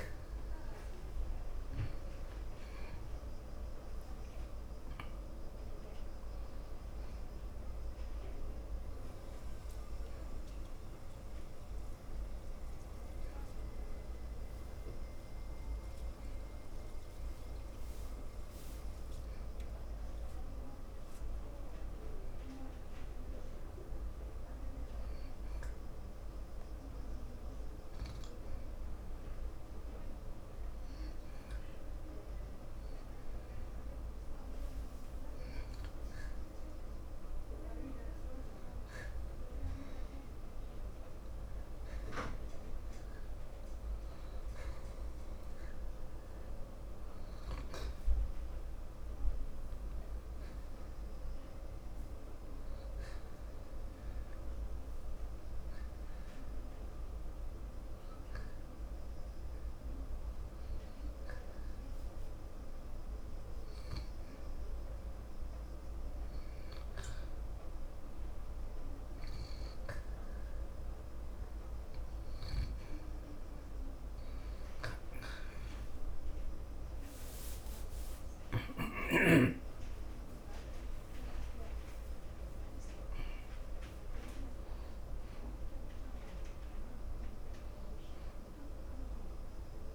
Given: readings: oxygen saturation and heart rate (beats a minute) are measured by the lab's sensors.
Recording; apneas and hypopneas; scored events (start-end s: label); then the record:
breathing in sleep, hard to hear, by a room microphone; 2
0.00-13.00 s: oxygen desaturation (device-marked, oxygen 92% lowest)
14.00-17.00 s: arousal
21.00-34.50 s: hypopnea (oxygen 96% before, 91% lowest)
37.00-40.00 s: arousal
43.00-62.00 s: oxygen desaturation (device-marked, oxygen 96% before, 91% lowest, heart rate 33 before, 55 extreme)
52.50-71.00 s: hypopnea (oxygen 96% before, 91% lowest, heart rate 51 before, 55 extreme)
77.00-89.95 s: oxygen desaturation (device-marked, oxygen 96% before, 91% lowest, heart rate 109 before, 55 extreme)
78.00-83.00 s: arousal
From the record:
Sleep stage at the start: N2 (light sleep); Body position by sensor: on the back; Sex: male